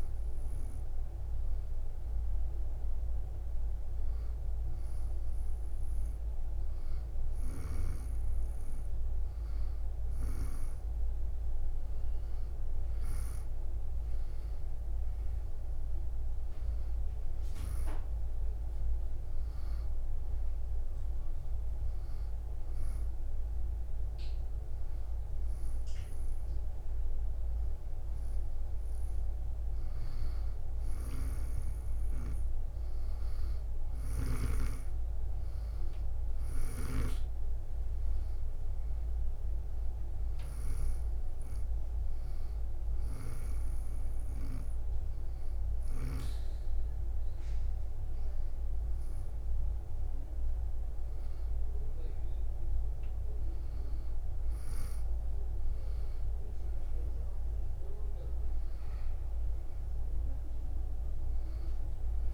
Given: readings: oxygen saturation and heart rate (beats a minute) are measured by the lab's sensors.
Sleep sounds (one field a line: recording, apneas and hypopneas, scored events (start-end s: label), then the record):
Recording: breathing in sleep by a room microphone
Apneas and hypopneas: 2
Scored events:
20.50-31.50 s: hypopnea (oxygen 96% before, 93% lowest, heart rate 69 before, 65 extreme, up 2 after)
34.00-39.00 s: arousal
43.00-53.00 s: hypopnea (oxygen 96% before, 93% lowest, heart rate 68 before, 65 extreme, up 4 after)
55.00-59.50 s: arousal
61.00-62.34 s: new sleep stage, N2 (light sleep)
From the record:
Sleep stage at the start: N1 (lightest sleep)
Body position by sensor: on the back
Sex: female